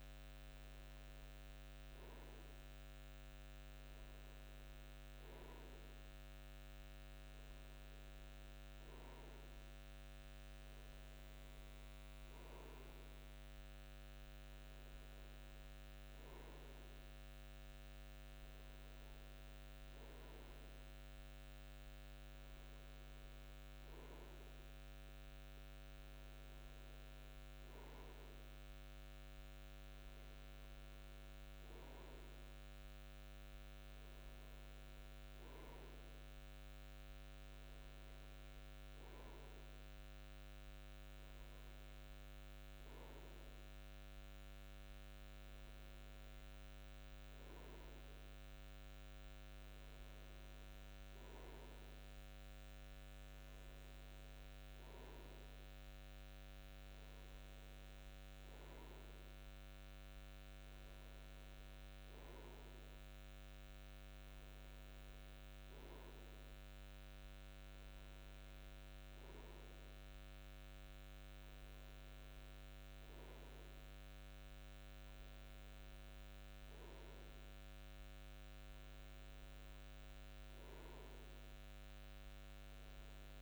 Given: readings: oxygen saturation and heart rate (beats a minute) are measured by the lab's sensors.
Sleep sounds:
breathing in sleep, hard to hear, by a microphone on the trachea; none
none scored
From the record:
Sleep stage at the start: N2 (light sleep); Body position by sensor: on the front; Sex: male

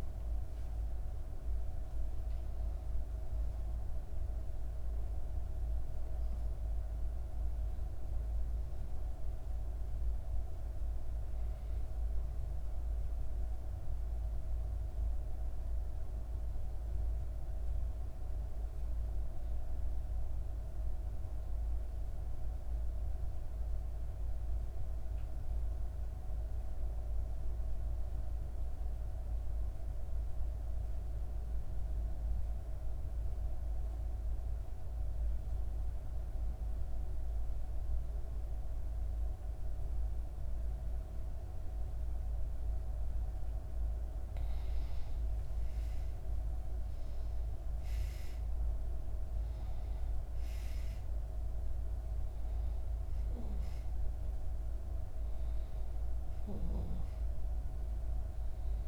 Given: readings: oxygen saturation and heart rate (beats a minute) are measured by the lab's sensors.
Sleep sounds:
breathing in sleep, hard to hear, by a room microphone; 1
0.00-10.50 s: oxygen desaturation (device-marked, oxygen 91% lowest, heart rate 62 extreme)
11.00-14.00 s: arousal
15.50-43.50 s: obstructive apnea (oxygen 98% before, 88% lowest, heart rate 65 before, 61 extreme, up 5 after)
31.50-58.88 s: oxygen desaturation (device-marked, oxygen 98% before, 88% lowest, heart rate 63 before, 59 extreme)
46.00-49.00 s: arousal
From the record:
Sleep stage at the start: N2 (light sleep); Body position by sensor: on the back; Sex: female

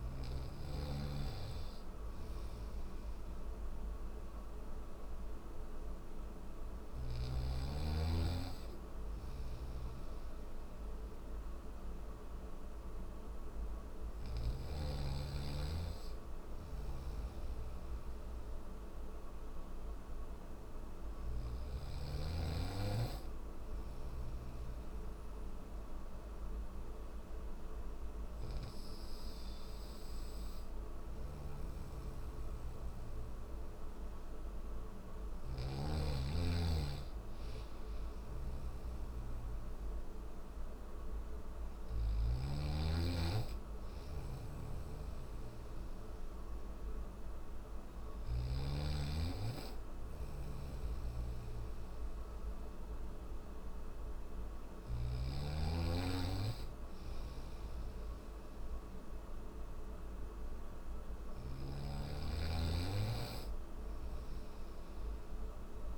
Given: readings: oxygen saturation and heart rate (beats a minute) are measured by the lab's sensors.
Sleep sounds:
breathing in sleep by a room microphone; none
30.00-34.50 s: snoring (device-marked)
41.00-47.50 s: snoring (device-marked)
49.50-54.00 s: snoring (device-marked)
From the record:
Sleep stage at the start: N3 (deep sleep); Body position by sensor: on the back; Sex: male

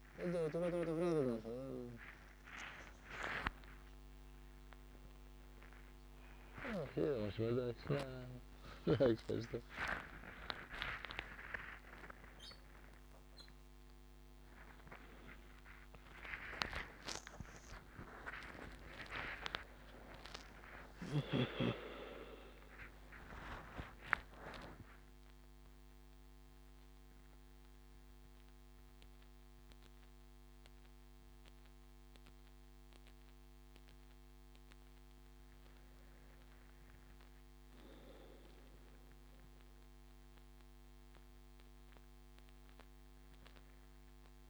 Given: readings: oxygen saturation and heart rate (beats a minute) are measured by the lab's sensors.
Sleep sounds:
a person awake in a sleep study, by a microphone on the trachea; none
1.00-7.00 s: snoring (device-marked)
28.00-44.50 s: new sleep stage, N1 (lightest sleep)
From the record:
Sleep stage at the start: awake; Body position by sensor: on the front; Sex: male

